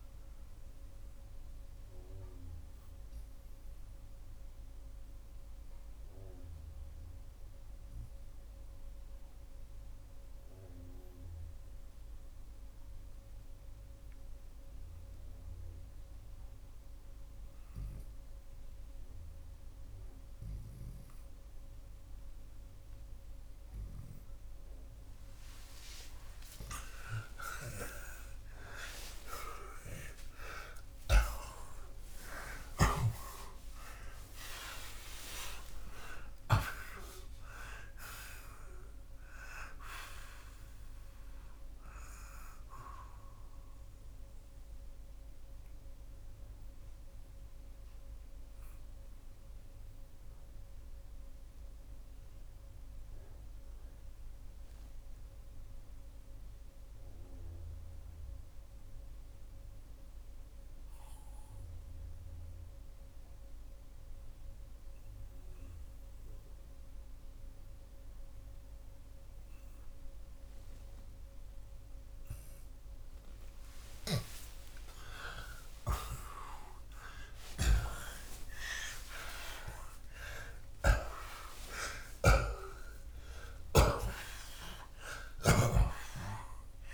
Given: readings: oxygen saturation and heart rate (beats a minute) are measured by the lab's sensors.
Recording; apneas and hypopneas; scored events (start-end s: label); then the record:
breathing in sleep by a room microphone; 2
3.00-26.50 s: obstructive apnea (oxygen 90% before, 79% lowest)
10.00-27.00 s: oxygen desaturation (device-marked, oxygen 90% before, 79% lowest)
28.00-34.00 s: arousal
40.00-47.00 s: oxygen desaturation (device-marked, oxygen 91% before, 87% lowest)
44.00-73.00 s: obstructive apnea (oxygen 92% before, 79% lowest)
53.00-74.00 s: oxygen desaturation (device-marked, oxygen 88% before, 79% lowest)
75.50-80.00 s: arousal
81.50-85.50 s: snoring (device-marked)
From the record:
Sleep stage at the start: N2 (light sleep); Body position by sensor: on the back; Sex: male